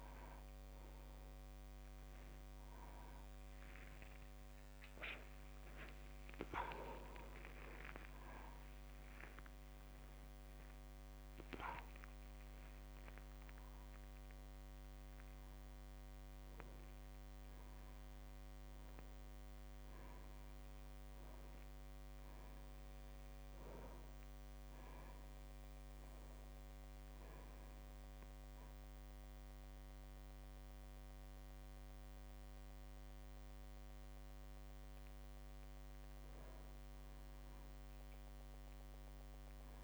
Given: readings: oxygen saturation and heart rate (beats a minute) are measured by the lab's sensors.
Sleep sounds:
a person awake in a sleep study, hard to hear, by a microphone on the trachea; none
5.00-7.00 s: long interval between heartbeats (device-marked, heart rate 48 before, 50 extreme)
8.00-10.00 s: long interval between heartbeats (device-marked, heart rate 49 before, 74 extreme)
10.50-20.50 s: drop in pulse transit time (device-marked, heart rate 58 before, 47 extreme)
11.00-13.00 s: long interval between heartbeats (device-marked, heart rate 58 before, 94 extreme)
16.00-18.00 s: long interval between heartbeats (device-marked, heart rate 69 before, 76 extreme)
22.00-24.00 s: long interval between heartbeats (device-marked, heart rate 68 before, 38 extreme)
28.50-30.50 s: long interval between heartbeats (device-marked)
35.50-37.50 s: long interval between heartbeats (device-marked)
37.50-39.84 s: drop in pulse transit time (device-marked)
From the record:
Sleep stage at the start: awake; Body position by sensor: upright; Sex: male

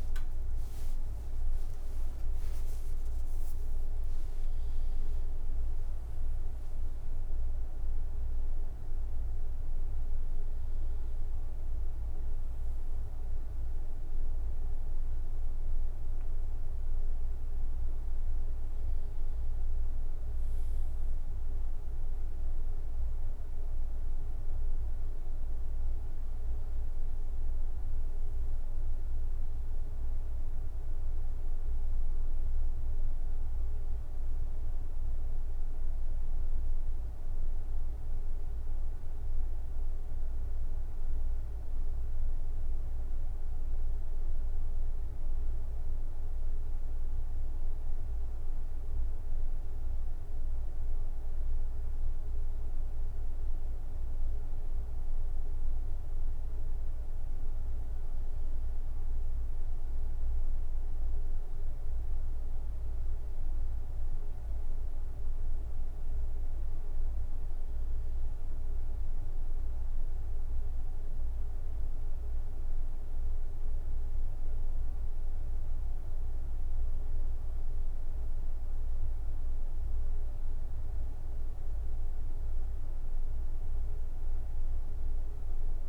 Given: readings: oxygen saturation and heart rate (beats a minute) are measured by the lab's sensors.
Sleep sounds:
breathing in sleep, hard to hear, by a room microphone; none
0.00-1.50 s: long interval between heartbeats (device-marked, heart rate 82 extreme)
0.00-2.00 s: arousal
0.00-4.00 s: tachycardia (device-marked, heart rate 109 extreme)
2.50-4.50 s: long interval between heartbeats (device-marked, heart rate 79 before, 107 extreme)
5.00-7.00 s: long interval between heartbeats (device-marked, heart rate 84 before, 106 extreme)
5.00-26.00 s: drop in pulse transit time (device-marked, heart rate 84 before, 75 extreme)
38.00-85.89 s: new sleep stage, N2 (light sleep)
From the record:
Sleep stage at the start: N1 (lightest sleep); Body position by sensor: on the right side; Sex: male

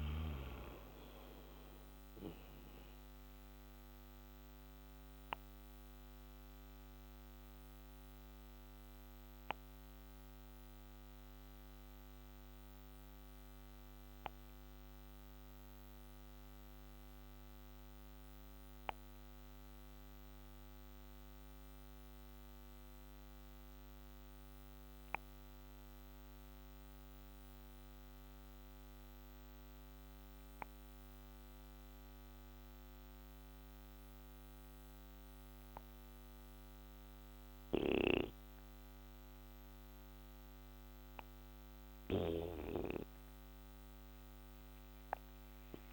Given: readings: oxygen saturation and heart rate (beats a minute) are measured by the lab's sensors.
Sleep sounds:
breathing in sleep by a microphone on the trachea; 1
0.00-22.00 s: oxygen desaturation (device-marked, oxygen 87% lowest, heart rate 47 extreme)
1.00-41.50 s: obstructive apnea (oxygen 98% before, 87% lowest, heart rate 57 before, 46 extreme, up 12 after)
43.00-45.93 s: oxygen desaturation (device-marked, oxygen 98% before, 87% lowest, heart rate 59 before, 46 extreme)
From the record:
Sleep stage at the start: N2 (light sleep); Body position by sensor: on the back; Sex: male

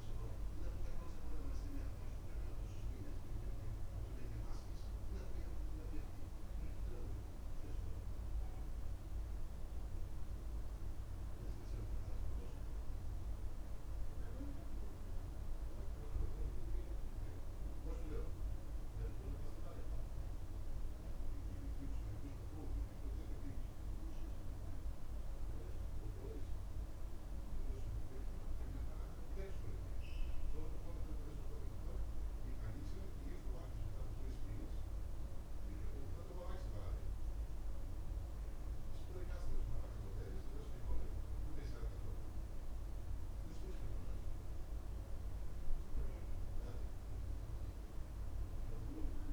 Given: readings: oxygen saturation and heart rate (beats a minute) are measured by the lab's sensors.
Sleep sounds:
breathing in sleep by a room microphone; none
none scored
From the record:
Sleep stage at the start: N2 (light sleep); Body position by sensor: on the back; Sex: male

